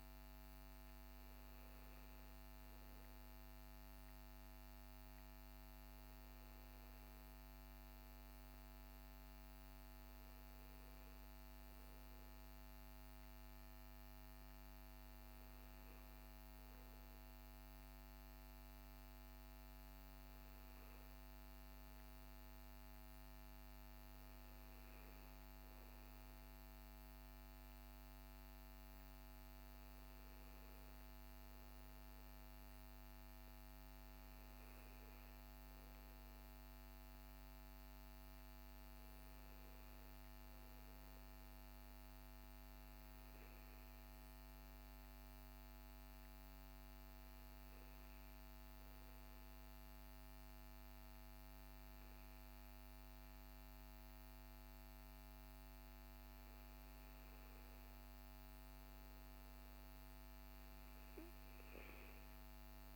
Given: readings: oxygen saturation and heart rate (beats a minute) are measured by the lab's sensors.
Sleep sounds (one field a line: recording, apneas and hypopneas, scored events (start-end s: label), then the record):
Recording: breathing in sleep, hard to hear, by a microphone on the trachea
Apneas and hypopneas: 1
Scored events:
48.50-58.50 s: hypopnea (oxygen 97% before, 95% lowest, heart rate 59 before, 57 extreme, up 9 after)
60.50-62.96 s: arousal
From the record:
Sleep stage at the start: N2 (light sleep)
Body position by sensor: on the back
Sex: male